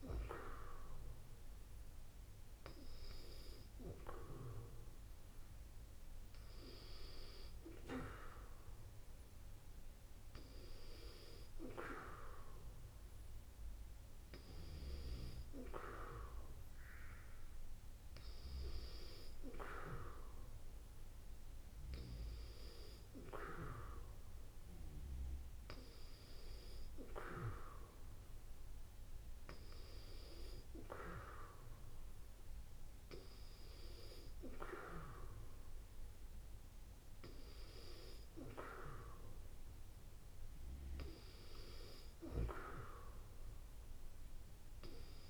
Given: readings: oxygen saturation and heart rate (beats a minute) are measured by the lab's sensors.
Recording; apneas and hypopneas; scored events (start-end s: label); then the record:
breathing in sleep by a room microphone; none
none scored
From the record:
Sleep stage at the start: N2 (light sleep); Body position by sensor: on the back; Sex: female